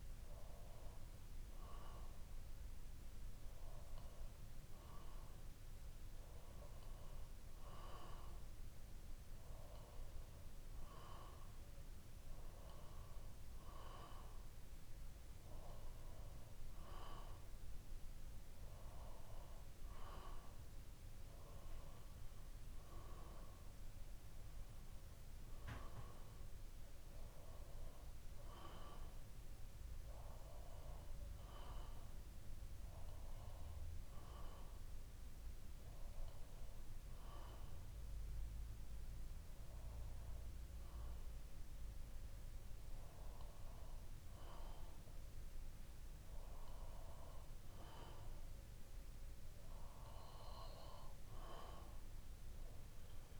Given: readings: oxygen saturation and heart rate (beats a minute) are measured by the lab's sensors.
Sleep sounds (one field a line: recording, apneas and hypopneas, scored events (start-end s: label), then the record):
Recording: breathing in sleep by a room microphone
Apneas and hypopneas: 1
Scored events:
25.50-30.00 s: arousal
35.50-49.00 s: hypopnea (oxygen 93% before, 92% lowest, heart rate 63 before, 59 extreme, up 8 after)
From the record:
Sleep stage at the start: N2 (light sleep)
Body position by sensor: on the back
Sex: male